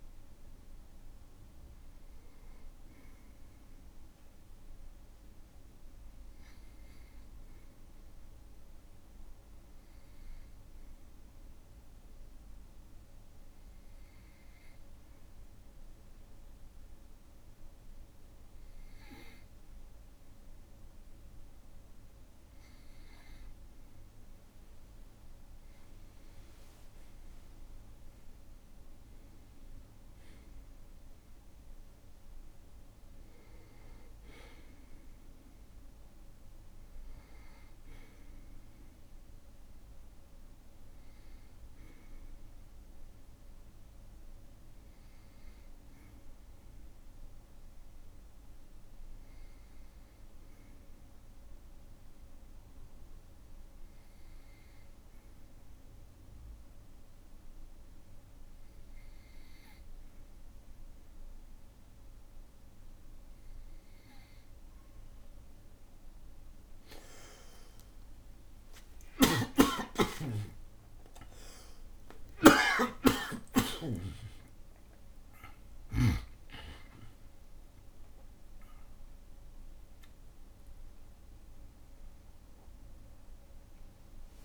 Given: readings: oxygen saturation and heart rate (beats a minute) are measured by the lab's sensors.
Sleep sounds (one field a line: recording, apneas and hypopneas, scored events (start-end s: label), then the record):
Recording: breathing in sleep by a room microphone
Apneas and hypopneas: 2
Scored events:
7.50-23.00 s: obstructive apnea (oxygen 96% before, 94% lowest, heart rate 57 before, 53 extreme, up 7 after)
25.50-29.00 s: arousal
48.50-64.50 s: hypopnea (oxygen 96% before, 94% lowest, heart rate 57 before, 52 extreme, up 19 after)
61.00-84.45 s: new sleep stage, N1 (lightest sleep)
68.00-74.00 s: arousal
69.00-76.50 s: snoring (device-marked)
72.50-74.50 s: long interval between heartbeats (device-marked, heart rate 56 before, 71 extreme)
76.00-83.00 s: oxygen desaturation (device-marked, oxygen 97% before, 94% lowest, heart rate 59 before, 56 extreme)
From the record:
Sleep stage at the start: N2 (light sleep)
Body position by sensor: on the back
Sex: male